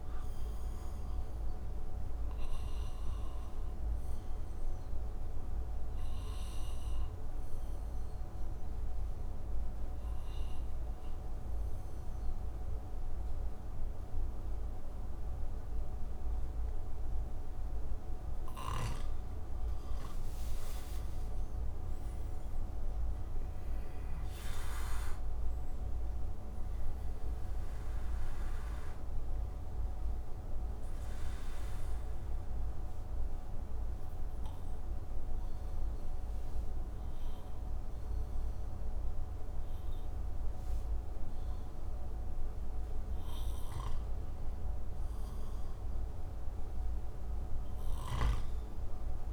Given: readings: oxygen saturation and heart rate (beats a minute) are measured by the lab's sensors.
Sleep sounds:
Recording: breathing in sleep, hard to hear, by a room microphone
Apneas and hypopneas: 2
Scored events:
1.00-15.00 s: oxygen desaturation (device-marked, oxygen 97% before, 91% lowest)
2.50-18.50 s: obstructive apnea (oxygen 97% before, 89% lowest)
21.00-25.50 s: arousal
26.00-46.00 s: oxygen desaturation (device-marked, oxygen 96% before, 89% lowest)
32.00-44.00 s: central apnea (oxygen 96% before, 89% lowest)
46.50-49.33 s: arousal
From the record:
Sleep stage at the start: N2 (light sleep)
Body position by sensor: on the back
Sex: male

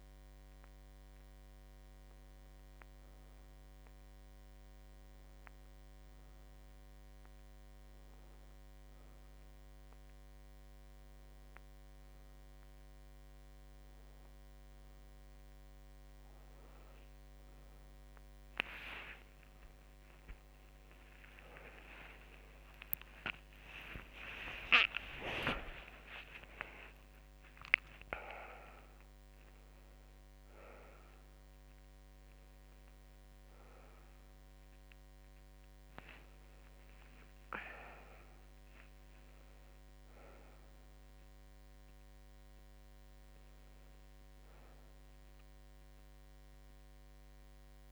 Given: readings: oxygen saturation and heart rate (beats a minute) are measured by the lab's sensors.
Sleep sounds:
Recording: a person awake in a sleep study, by a microphone on the trachea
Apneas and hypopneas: none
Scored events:
none scored
From the record:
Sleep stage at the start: awake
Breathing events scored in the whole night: 111 in 5.1 hours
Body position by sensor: on the back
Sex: female

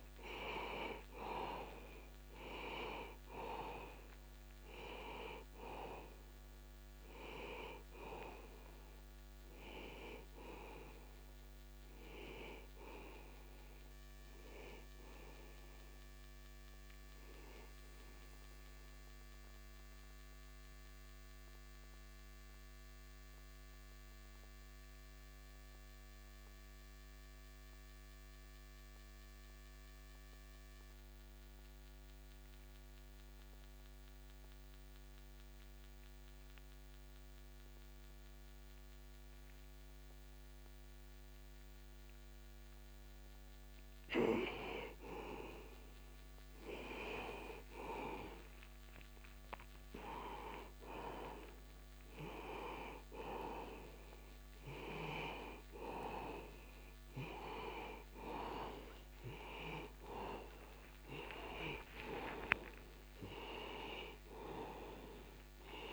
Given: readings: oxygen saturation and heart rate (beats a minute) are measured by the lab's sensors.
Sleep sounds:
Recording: breathing in sleep by a microphone on the trachea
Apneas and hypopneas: 1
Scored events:
0.00-27.50 s: oxygen desaturation (device-marked, oxygen 87% lowest, heart rate 60 extreme)
18.00-44.00 s: mixed apnea (oxygen 96% before, 86% lowest, heart rate 61 before, 60 extreme, up 0 after)
46.00-50.00 s: arousal
48.50-65.92 s: oxygen desaturation (device-marked, oxygen 97% before, 86% lowest, heart rate 61 before, 44 extreme)
From the record:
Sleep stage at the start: N2 (light sleep)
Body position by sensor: on the back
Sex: male

